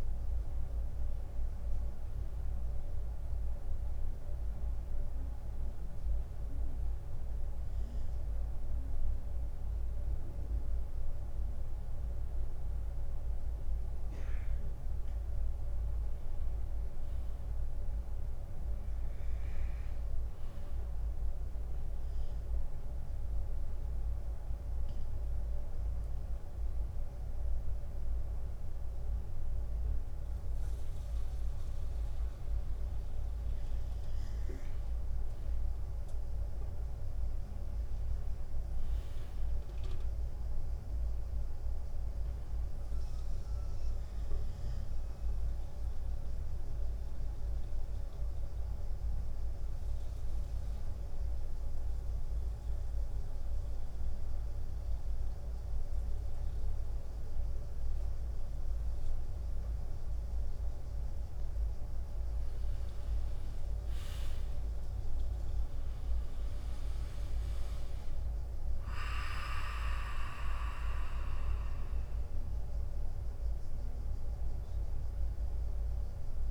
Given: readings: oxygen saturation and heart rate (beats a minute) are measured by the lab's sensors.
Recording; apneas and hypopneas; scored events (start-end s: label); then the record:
breathing in sleep, hard to hear, by a room microphone; 3
0.00-8.50 s: drop in pulse transit time (device-marked, heart rate 90 extreme)
6.50-16.50 s: central apnea (oxygen 96% before, 91% lowest, heart rate 88 before, 86 extreme, up 1 after)
19.00-22.00 s: arousal
23.50-34.50 s: obstructive apnea (oxygen 95% before, 91% lowest, heart rate 89 before, 88 extreme, up 4 after)
37.50-48.50 s: drop in pulse transit time (device-marked, heart rate 88 before, 88 extreme)
38.00-42.50 s: arousal
47.00-61.00 s: obstructive apnea (oxygen 94% before, 91% lowest, heart rate 89 before, 85 extreme, up 3 after)
57.50-63.50 s: oxygen desaturation (device-marked, oxygen 94% before, 91% lowest, heart rate 89 before, 85 extreme)
64.50-76.50 s: drop in pulse transit time (device-marked, heart rate 88 before, 85 extreme)
66.00-70.50 s: arousal
From the record:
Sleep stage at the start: N2 (light sleep); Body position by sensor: on the right side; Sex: male